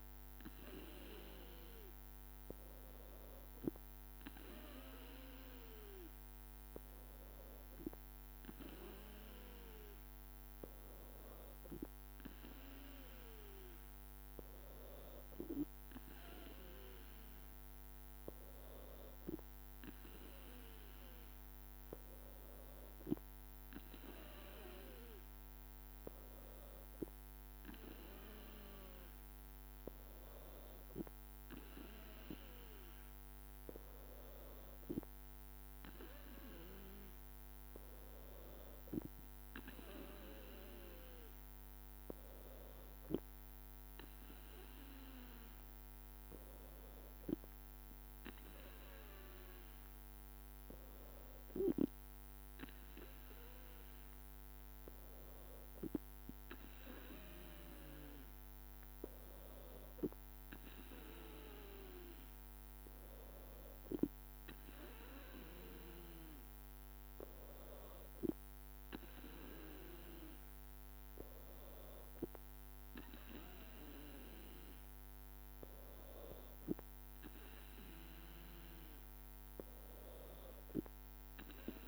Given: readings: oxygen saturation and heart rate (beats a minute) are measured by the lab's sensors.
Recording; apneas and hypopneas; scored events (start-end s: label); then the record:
breathing in sleep by a microphone on the trachea; none
none scored
From the record:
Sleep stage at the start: N2 (light sleep); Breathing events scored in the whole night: 102 in 6.1 hours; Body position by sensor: on the back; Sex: female